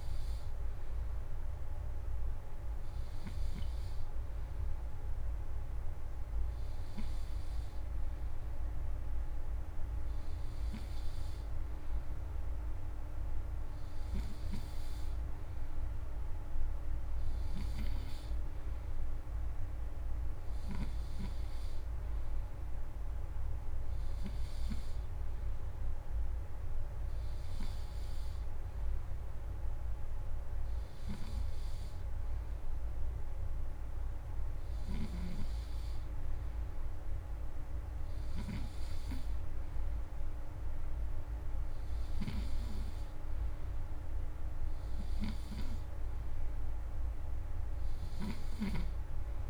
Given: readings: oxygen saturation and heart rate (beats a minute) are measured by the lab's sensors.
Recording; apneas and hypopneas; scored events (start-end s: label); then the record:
breathing in sleep by a room microphone; none
34.50-38.50 s: snoring (device-marked)
48.00-49.50 s: snoring (device-marked)
From the record:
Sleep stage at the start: N2 (light sleep); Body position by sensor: on the back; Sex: male